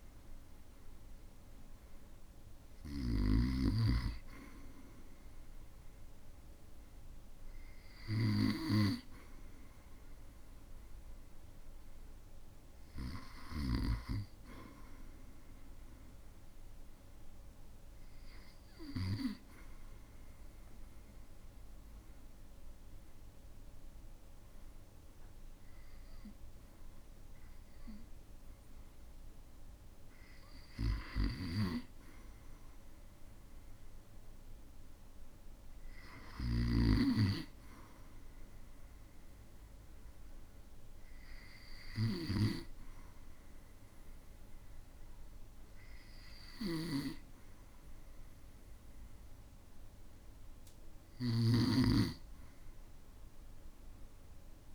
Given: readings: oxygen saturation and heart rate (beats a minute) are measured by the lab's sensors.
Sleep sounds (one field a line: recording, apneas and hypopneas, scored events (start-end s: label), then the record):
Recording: breathing in sleep by a room microphone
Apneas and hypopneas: 1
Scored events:
12.00-15.50 s: arousal
20.00-31.00 s: central apnea (oxygen 96% before, 91% lowest, heart rate 60 before, 56 extreme, up 1 after)
33.50-36.50 s: arousal
46.50-52.00 s: snoring (device-marked)
From the record:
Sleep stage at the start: REM sleep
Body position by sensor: on the back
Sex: male